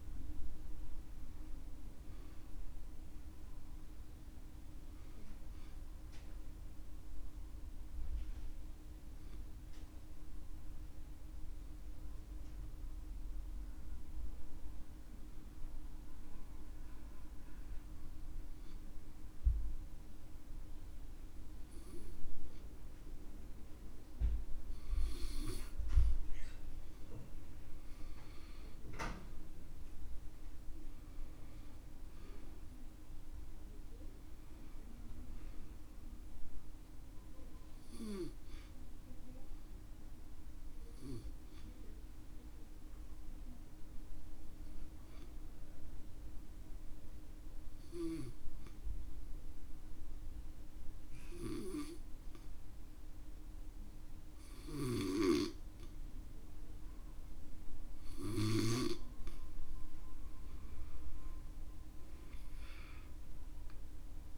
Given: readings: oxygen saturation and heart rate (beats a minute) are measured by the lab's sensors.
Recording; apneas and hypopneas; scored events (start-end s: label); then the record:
breathing in sleep by a room microphone; 2
4.00-23.00 s: oxygen desaturation (device-marked, oxygen 96% before, 91% lowest, heart rate 68 before, 59 extreme)
6.50-24.50 s: obstructive apnea (heart rate 68 before, 60 extreme, up 6 after)
26.50-30.50 s: arousal
37.00-59.00 s: obstructive apnea
46.00-63.00 s: oxygen desaturation (device-marked, oxygen 96% before, 92% lowest)
55.00-59.00 s: snoring (device-marked)
61.50-64.38 s: arousal
From the record:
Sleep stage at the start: N2 (light sleep); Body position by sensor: on the back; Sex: male